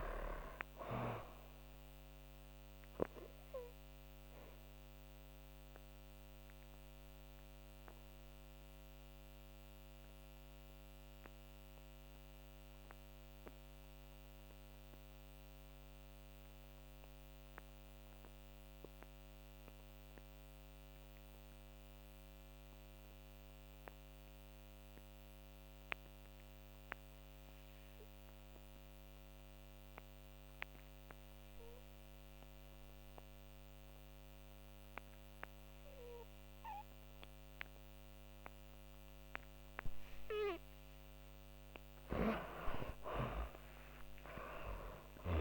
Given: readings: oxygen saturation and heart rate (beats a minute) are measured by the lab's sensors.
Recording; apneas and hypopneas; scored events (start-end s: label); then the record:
breathing in sleep by a microphone on the trachea; 1
0.00-19.00 s: oxygen desaturation (device-marked, oxygen 74% lowest)
0.50-39.50 s: obstructive apnea (oxygen 99% before, 74% lowest)
31.00-45.41 s: oxygen desaturation (device-marked, oxygen 98% before, 75% lowest)
41.00-45.41 s: arousal
From the record:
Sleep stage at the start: N2 (light sleep); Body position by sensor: on the back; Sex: female